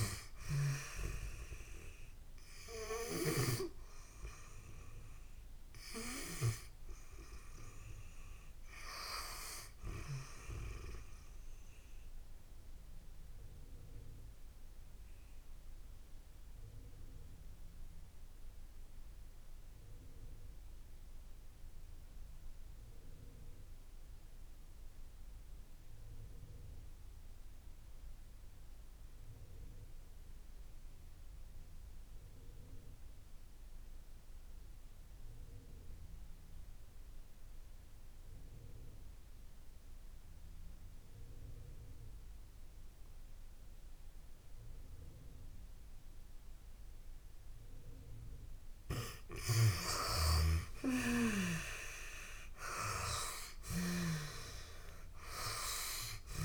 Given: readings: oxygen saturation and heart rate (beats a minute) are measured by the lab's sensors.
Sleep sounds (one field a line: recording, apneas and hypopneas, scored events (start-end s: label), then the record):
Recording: breathing in sleep by a room microphone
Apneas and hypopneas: 1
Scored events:
2.00-26.00 s: oxygen desaturation (device-marked, oxygen 97% before, 87% lowest)
12.00-49.00 s: obstructive apnea (oxygen 97% before, 78% lowest)
38.00-56.44 s: oxygen desaturation (device-marked, oxygen 97% before, 78% lowest)
50.50-53.50 s: arousal
From the record:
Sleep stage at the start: N2 (light sleep)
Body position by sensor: on the back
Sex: female